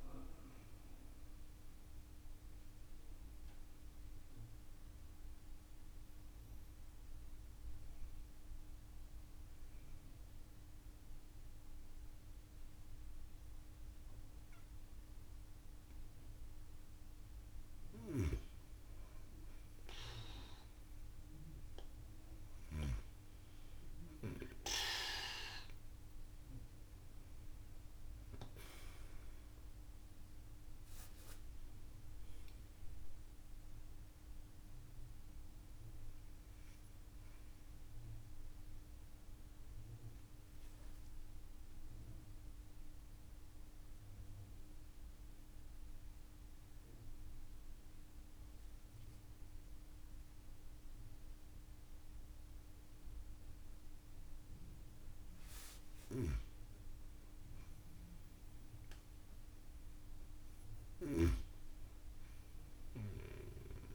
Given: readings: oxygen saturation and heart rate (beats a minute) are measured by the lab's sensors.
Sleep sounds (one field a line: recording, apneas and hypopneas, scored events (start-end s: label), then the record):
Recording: breathing in sleep by a room microphone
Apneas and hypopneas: 2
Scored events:
0.00-10.50 s: oxygen desaturation (device-marked, oxygen 91% lowest)
0.50-17.50 s: mixed apnea (oxygen 95% before, 91% lowest)
22.00-27.00 s: arousal
38.50-55.50 s: mixed apnea (oxygen 96% before, 92% lowest)
55.50-63.95 s: snoring (device-marked)
57.00-60.00 s: arousal
From the record:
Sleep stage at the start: N2 (light sleep)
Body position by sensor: on the right side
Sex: female